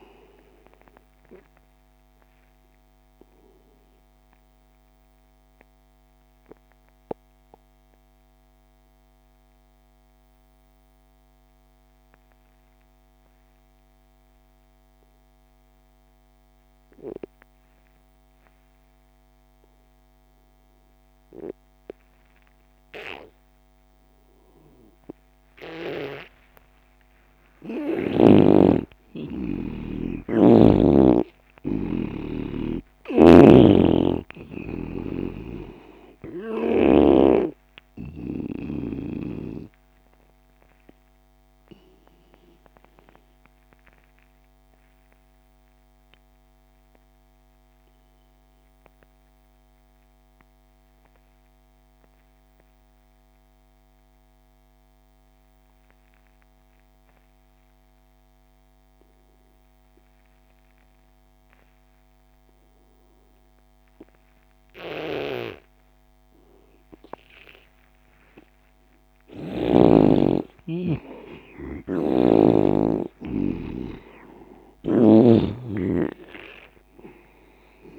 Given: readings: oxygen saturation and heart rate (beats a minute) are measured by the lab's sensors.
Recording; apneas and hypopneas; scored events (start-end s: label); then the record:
breathing in sleep by a microphone on the trachea; 2
0.00-17.00 s: oxygen desaturation (device-marked, oxygen 84% lowest)
4.50-26.50 s: obstructive apnea (oxygen 98% before, 84% lowest)
28.50-32.00 s: arousal
31.00-56.00 s: oxygen desaturation (device-marked, oxygen 98% before, 86% lowest)
33.00-37.00 s: snoring (device-marked)
41.00-68.00 s: obstructive apnea (oxygen 98% before, 84% lowest)
65.00-70.00 s: snoring (device-marked)
68.00-77.99 s: oxygen desaturation (device-marked, oxygen 98% before, 84% lowest)
70.00-73.50 s: arousal
72.00-75.50 s: snoring (device-marked)
From the record:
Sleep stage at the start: N2 (light sleep); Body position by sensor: on the left side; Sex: male